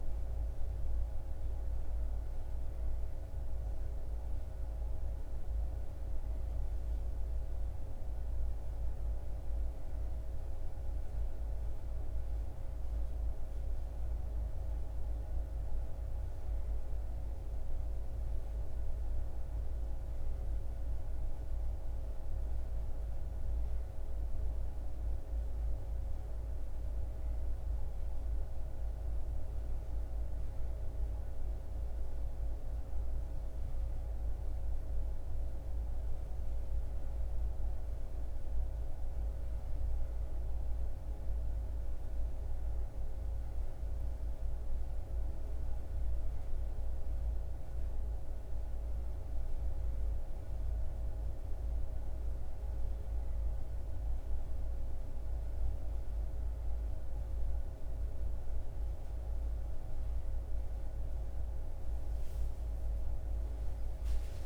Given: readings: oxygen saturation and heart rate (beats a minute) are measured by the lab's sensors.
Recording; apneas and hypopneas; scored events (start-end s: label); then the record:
breathing in sleep, hard to hear, by a room microphone; none
60.00-64.46 s: new sleep stage, N1 (lightest sleep)
From the record:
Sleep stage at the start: N2 (light sleep); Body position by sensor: on the back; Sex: male